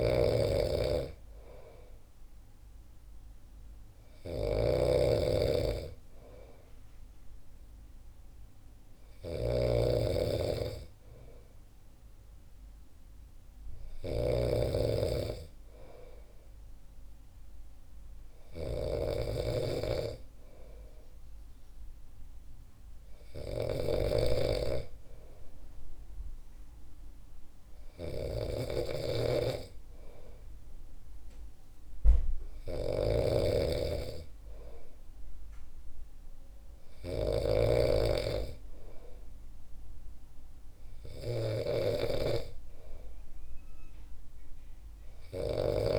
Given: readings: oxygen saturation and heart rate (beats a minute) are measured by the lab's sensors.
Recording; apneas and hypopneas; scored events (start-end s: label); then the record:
breathing in sleep by a room microphone; none
0.00-45.99 s: snoring (device-marked)
From the record:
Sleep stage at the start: N2 (light sleep); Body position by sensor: on the back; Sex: male